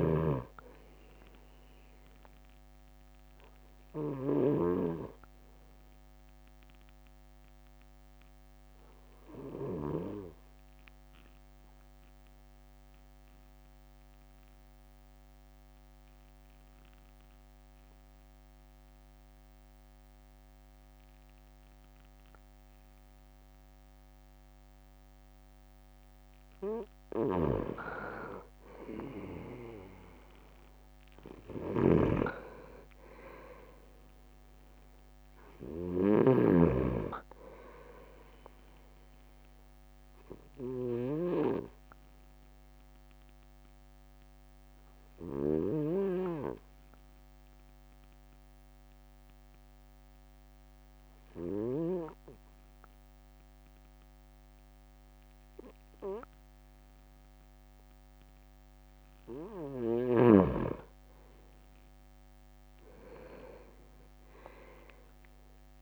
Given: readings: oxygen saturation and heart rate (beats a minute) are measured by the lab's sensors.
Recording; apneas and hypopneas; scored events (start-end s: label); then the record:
breathing in sleep by a microphone on the trachea; 2
0.00-4.50 s: snoring (device-marked)
5.00-25.50 s: obstructive apnea (oxygen 99% before, 96% lowest)
27.00-36.00 s: snoring (device-marked)
28.50-32.00 s: arousal
32.00-33.50 s: leg movement (device-marked)
39.50-58.50 s: obstructive apnea (oxygen 99% before, 97% lowest)
60.00-62.50 s: leg movement (device-marked)
63.50-65.82 s: leg movement (device-marked)
From the record:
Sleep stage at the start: N2 (light sleep); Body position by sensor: on the right side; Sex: male